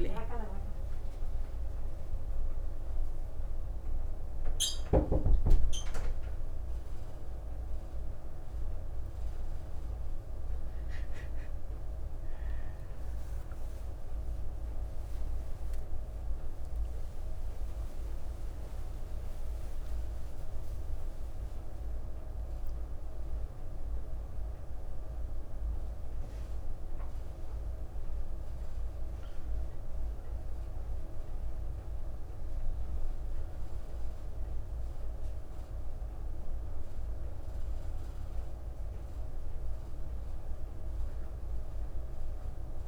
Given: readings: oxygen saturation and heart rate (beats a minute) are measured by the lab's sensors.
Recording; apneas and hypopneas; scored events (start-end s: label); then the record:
a person partly awake in a sleep study, hard to hear, by a room microphone; none
19.00-42.88 s: new sleep stage, N2 (light sleep)
From the record:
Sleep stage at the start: awake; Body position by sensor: on the back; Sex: female